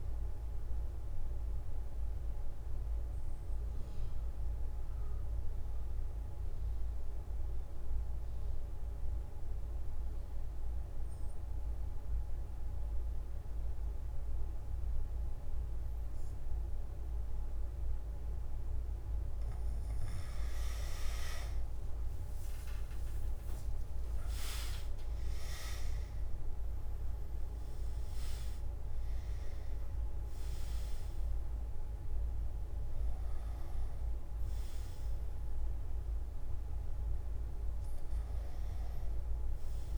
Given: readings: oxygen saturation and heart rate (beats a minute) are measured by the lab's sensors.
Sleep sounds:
breathing in sleep, hard to hear, by a room microphone; 1
0.00-14.00 s: oxygen desaturation (device-marked, oxygen 95% lowest)
1.50-19.00 s: obstructive apnea (oxygen 98% before, 94% lowest)
29.00-39.98 s: oxygen desaturation (device-marked, oxygen 99% before, 94% lowest)
From the record:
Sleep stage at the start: N1 (lightest sleep); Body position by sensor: on the back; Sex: male

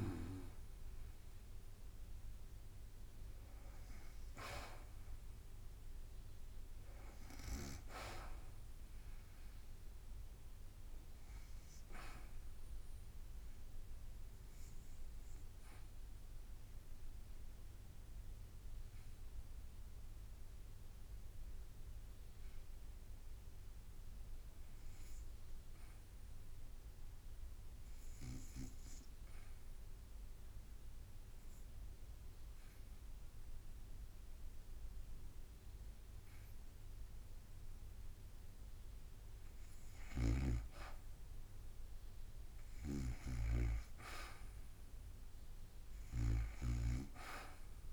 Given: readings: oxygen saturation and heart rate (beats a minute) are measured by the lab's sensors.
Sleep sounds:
breathing in sleep by a room microphone; 1
0.00-5.50 s: oxygen desaturation (device-marked, oxygen 87% lowest, heart rate 55 extreme)
9.00-13.00 s: arousal
15.00-38.50 s: hypopnea (oxygen 97% before, 77% lowest, heart rate 60 before, 55 extreme, up 4 after)
18.50-27.50 s: drop in pulse transit time (device-marked, heart rate 59 before, 55 extreme)
40.00-43.50 s: snoring (device-marked)
41.50-47.93 s: oxygen desaturation (device-marked, oxygen 98% before, 77% lowest, heart rate 55 before, 54 extreme)
43.50-47.50 s: arousal
From the record:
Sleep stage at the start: N2 (light sleep); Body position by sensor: on the back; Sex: female

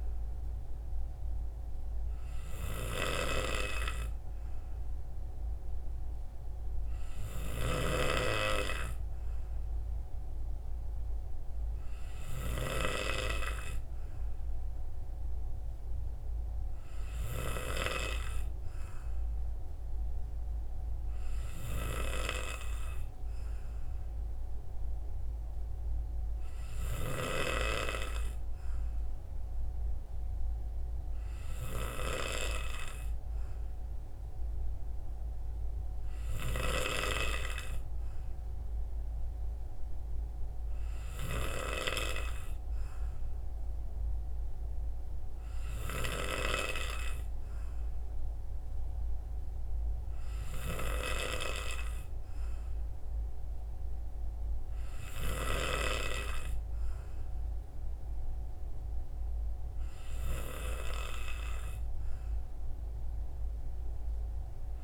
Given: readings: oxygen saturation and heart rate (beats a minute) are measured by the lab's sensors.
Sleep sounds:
breathing in sleep by a room microphone; none
none scored
From the record:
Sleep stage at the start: N3 (deep sleep); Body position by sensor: on the right side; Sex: male

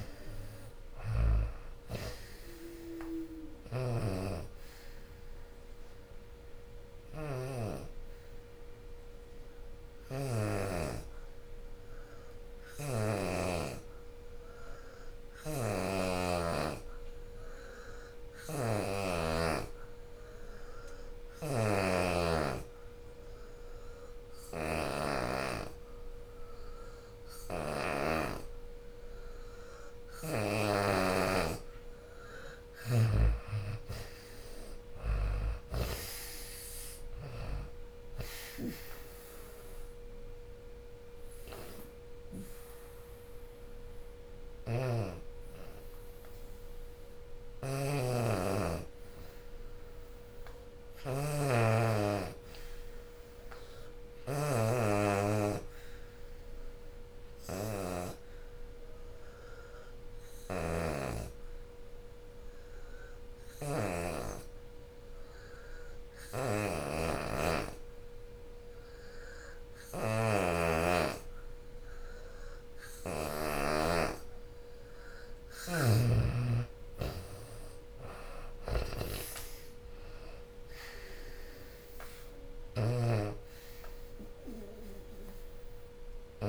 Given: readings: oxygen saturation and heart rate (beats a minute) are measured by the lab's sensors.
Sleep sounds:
breathing in sleep by a room microphone; 2
0.00-5.00 s: drop in pulse transit time (device-marked, heart rate 78 extreme)
0.00-19.00 s: oxygen desaturation (device-marked, oxygen 85% lowest, heart rate 68 extreme)
6.50-30.00 s: obstructive apnea (oxygen 92% before, 82% lowest, heart rate 80 before, 67 extreme, up 21 after)
21.00-52.00 s: oxygen desaturation (device-marked, oxygen 92% before, 82% lowest, heart rate 76 before, 62 extreme)
32.00-43.00 s: drop in pulse transit time (device-marked, heart rate 73 before, 73 extreme)
33.00-37.00 s: arousal
54.00-66.00 s: oxygen desaturation (device-marked, oxygen 94% before, 86% lowest, heart rate 79 before, 62 extreme)
54.50-73.00 s: obstructive apnea (oxygen 94% before, 83% lowest, heart rate 79 before, 62 extreme, up 28 after)
73.00-86.49 s: oxygen desaturation (device-marked, oxygen 89% before, 83% lowest, heart rate 72 before, 62 extreme)
75.00-86.49 s: drop in pulse transit time (device-marked, heart rate 72 before, 77 extreme)
76.00-80.00 s: arousal
From the record:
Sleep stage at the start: N2 (light sleep); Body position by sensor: on the back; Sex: female

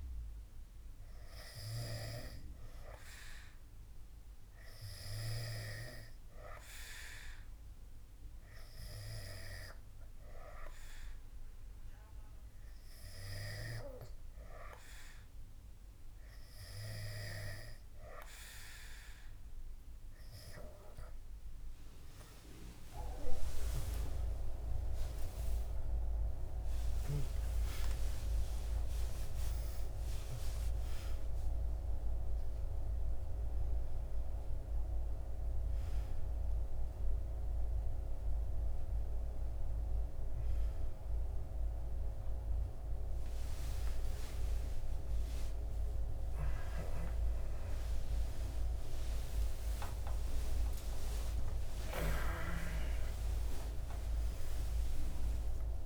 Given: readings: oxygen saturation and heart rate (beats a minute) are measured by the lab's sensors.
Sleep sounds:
a person awake in a sleep study, by a room microphone; none
7.00-55.86 s: new sleep stage, awake
From the record:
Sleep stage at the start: N3 (deep sleep); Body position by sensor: on the back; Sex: male

